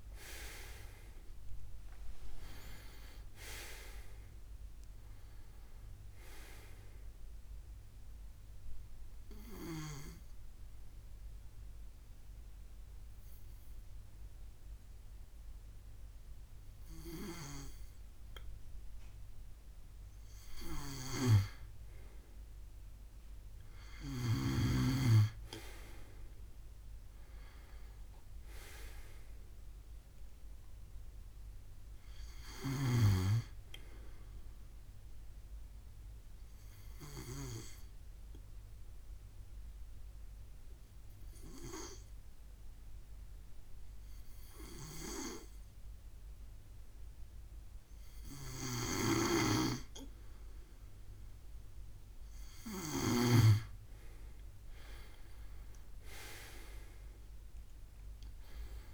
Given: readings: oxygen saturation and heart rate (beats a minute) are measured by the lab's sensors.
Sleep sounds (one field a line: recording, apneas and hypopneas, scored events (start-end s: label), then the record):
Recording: breathing in sleep by a room microphone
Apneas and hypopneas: 2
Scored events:
0.00-2.50 s: arousal
2.00-18.00 s: oxygen desaturation (device-marked, oxygen 95% before, 92% lowest, heart rate 68 before, 66 extreme)
8.00-20.50 s: obstructive apnea (oxygen 96% before, 91% lowest, heart rate 77 before, 66 extreme, up 7 after)
24.00-28.50 s: arousal
36.00-48.00 s: obstructive apnea (oxygen 97% before, 92% lowest, heart rate 73 before, 65 extreme, up 21 after)
55.00-58.94 s: arousal
From the record:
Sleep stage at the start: N2 (light sleep)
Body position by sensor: on the left side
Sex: male